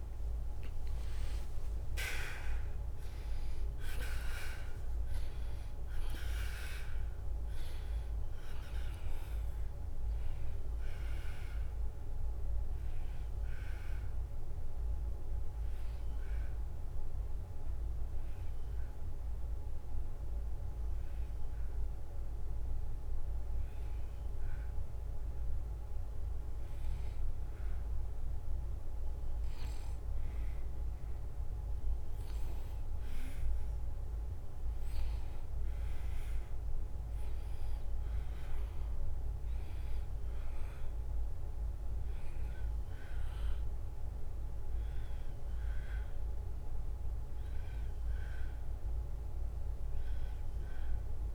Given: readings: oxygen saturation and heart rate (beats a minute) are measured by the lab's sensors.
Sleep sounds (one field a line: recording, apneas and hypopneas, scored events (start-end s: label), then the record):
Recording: breathing in sleep, hard to hear, by a room microphone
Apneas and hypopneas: 1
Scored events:
0.00-3.00 s: arousal
0.50-29.50 s: oxygen desaturation (device-marked, oxygen 95% before, 88% lowest, heart rate 71 before, 68 extreme)
2.50-16.50 s: drop in pulse transit time (device-marked, heart rate 71 before, 71 extreme)
14.50-27.50 s: obstructive apnea (oxygen 95% before, 88% lowest, heart rate 74 before, 68 extreme, up 1 after)
29.50-34.00 s: arousal
38.50-51.35 s: oxygen desaturation (device-marked, oxygen 96% before, 92% lowest, heart rate 71 before, 72 extreme)
41.50-51.35 s: drop in pulse transit time (device-marked, heart rate 71 before, 72 extreme)
From the record:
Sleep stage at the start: N2 (light sleep)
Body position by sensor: on the back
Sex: male